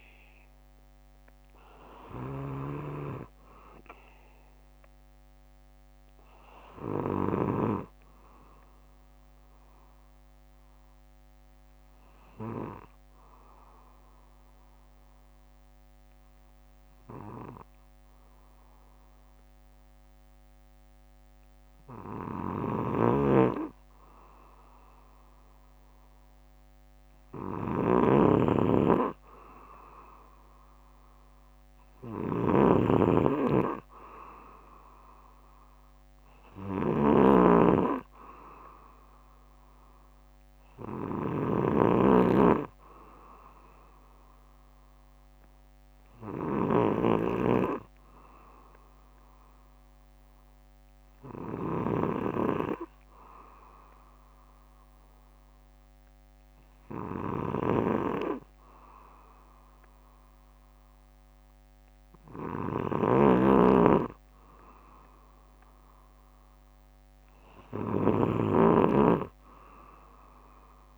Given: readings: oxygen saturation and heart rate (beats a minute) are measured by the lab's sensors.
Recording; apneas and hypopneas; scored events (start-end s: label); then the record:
breathing in sleep by a microphone on the trachea; 1
3.00-6.00 s: arousal
9.50-22.50 s: obstructive apnea (oxygen 95% before, 93% lowest, heart rate 65 before, 54 extreme, up 4 after)
17.00-31.00 s: bradycardia (device-marked, heart rate 62 before, 54 extreme)
22.50-52.00 s: snoring (device-marked)
24.50-28.00 s: arousal
46.00-48.00 s: bradycardia (device-marked, heart rate 62 before, 59 extreme)
63.00-70.98 s: snoring (device-marked)
From the record:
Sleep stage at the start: N2 (light sleep); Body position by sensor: on the back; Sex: male